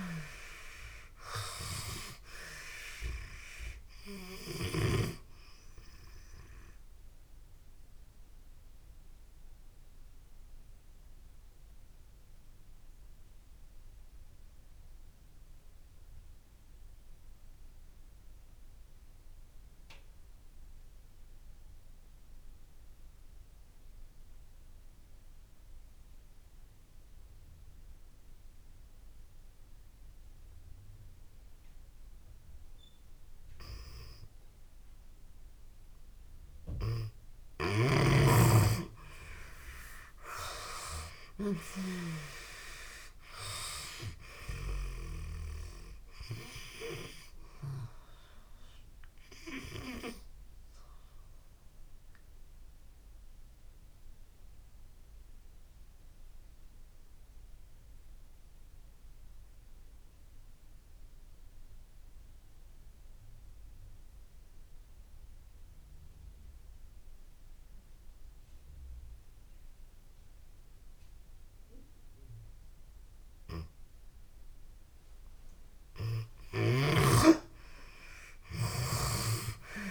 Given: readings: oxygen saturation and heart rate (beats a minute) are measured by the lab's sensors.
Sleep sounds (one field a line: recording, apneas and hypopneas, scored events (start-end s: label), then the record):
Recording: breathing in sleep by a room microphone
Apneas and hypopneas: 2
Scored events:
3.00-28.00 s: oxygen desaturation (device-marked, oxygen 95% before, 79% lowest)
7.00-33.00 s: obstructive apnea (oxygen 95% before, 79% lowest)
36.50-39.50 s: arousal
38.00-72.00 s: oxygen desaturation (device-marked, oxygen 97% before, 79% lowest)
49.00-75.00 s: obstructive apnea (oxygen 97% before, 79% lowest)
77.50-79.91 s: arousal
From the record:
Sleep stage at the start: N2 (light sleep)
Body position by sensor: on the back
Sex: female